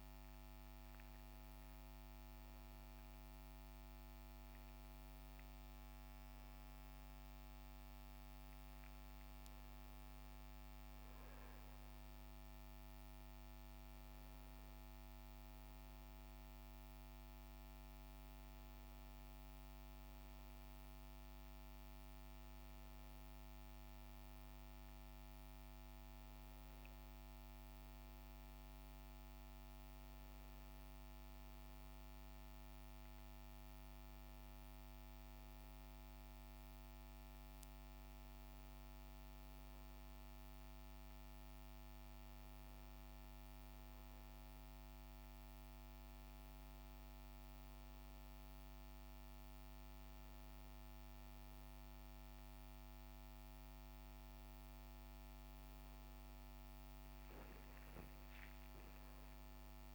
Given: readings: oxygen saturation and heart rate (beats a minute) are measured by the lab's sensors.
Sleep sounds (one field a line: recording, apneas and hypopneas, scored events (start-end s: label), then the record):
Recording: a person partly awake in a sleep study, hard to hear, by a microphone on the trachea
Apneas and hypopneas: none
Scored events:
44.50-59.95 s: new sleep stage, awake
From the record:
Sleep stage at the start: N1 (lightest sleep)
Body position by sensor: on the right side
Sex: male